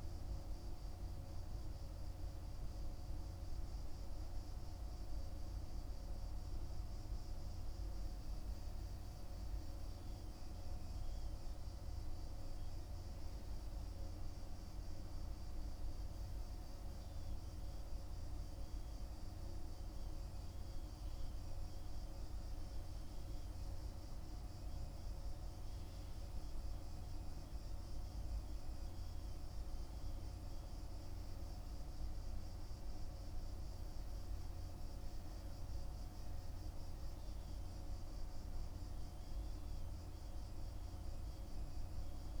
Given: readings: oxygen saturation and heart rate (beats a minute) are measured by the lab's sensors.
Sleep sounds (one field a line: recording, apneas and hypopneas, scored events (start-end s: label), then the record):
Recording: breathing in sleep, hard to hear, by a room microphone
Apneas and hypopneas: 1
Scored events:
4.00-16.00 s: hypopnea (oxygen 97% before, 95% lowest, heart rate 59 before, 49 extreme, up 0 after)
18.50-22.50 s: arousal
From the record:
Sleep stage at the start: N2 (light sleep)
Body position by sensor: on the back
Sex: male